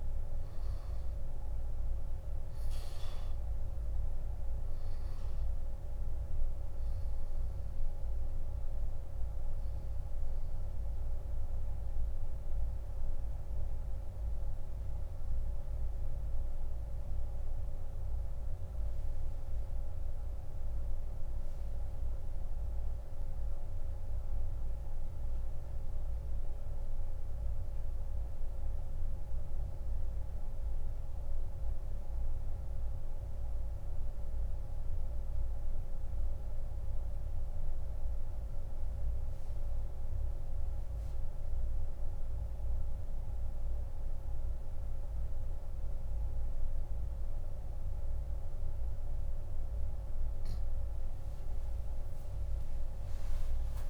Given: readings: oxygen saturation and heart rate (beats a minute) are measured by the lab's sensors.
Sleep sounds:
breathing in sleep, hard to hear, by a room microphone; 1
12.00-49.00 s: central apnea (oxygen 97% before, 87% lowest, heart rate 51 before, 48 extreme, up 42 after)
26.00-50.00 s: oxygen desaturation (device-marked, oxygen 95% before, 87% lowest, heart rate 44 before, 48 extreme)
52.00-53.89 s: arousal
From the record:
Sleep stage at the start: N2 (light sleep); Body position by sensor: on the back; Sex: male

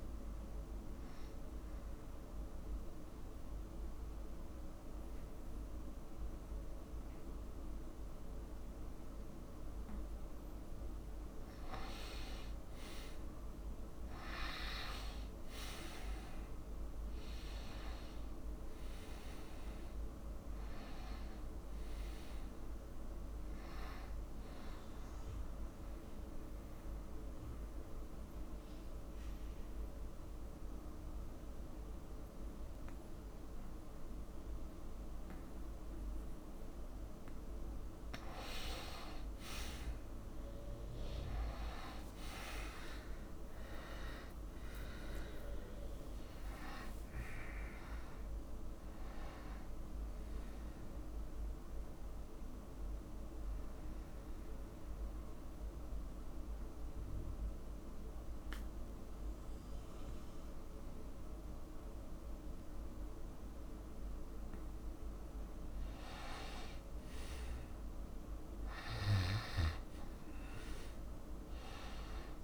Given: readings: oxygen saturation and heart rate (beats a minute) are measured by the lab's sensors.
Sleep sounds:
breathing in sleep by a room microphone; 3
0.00-10.00 s: oxygen desaturation (device-marked, oxygen 93% lowest, heart rate 60 extreme)
2.00-12.00 s: central apnea (oxygen 97% before, 93% lowest, heart rate 74 before, 60 extreme)
15.00-19.00 s: arousal
21.00-39.00 s: oxygen desaturation (device-marked, oxygen 98% before, 94% lowest, heart rate 67 before, 67 extreme)
26.00-37.50 s: mixed apnea (oxygen 98% before, 94% lowest, heart rate 67 before, 67 extreme)
41.00-46.00 s: arousal
50.00-67.00 s: oxygen desaturation (device-marked, oxygen 99% before, 94% lowest, heart rate 70 before, 63 extreme)
54.50-66.00 s: mixed apnea (oxygen 99% before, 94% lowest, heart rate 72 before, 63 extreme, up 5 after)
69.50-72.44 s: arousal
From the record:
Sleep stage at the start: N2 (light sleep); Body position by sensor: on the back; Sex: male

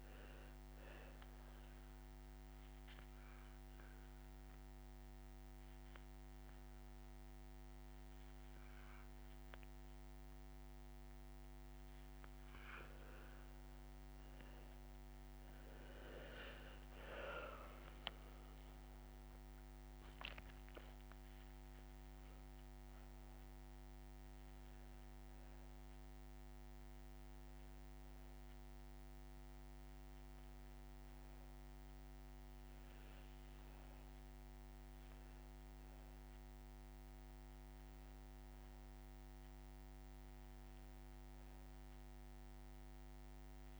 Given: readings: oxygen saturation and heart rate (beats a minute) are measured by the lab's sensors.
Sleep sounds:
breathing in sleep, hard to hear, by a microphone on the trachea; 1
0.00-11.50 s: oxygen desaturation (device-marked, oxygen 88% lowest, heart rate 56 extreme)
2.50-12.50 s: obstructive apnea (oxygen 97% before, 88% lowest, heart rate 151 before, 56 extreme, up 54 after)
15.00-19.50 s: arousal
18.50-39.50 s: oxygen desaturation (device-marked, oxygen 96% before, 88% lowest)
From the record:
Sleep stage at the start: N2 (light sleep); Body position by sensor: on the back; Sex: male

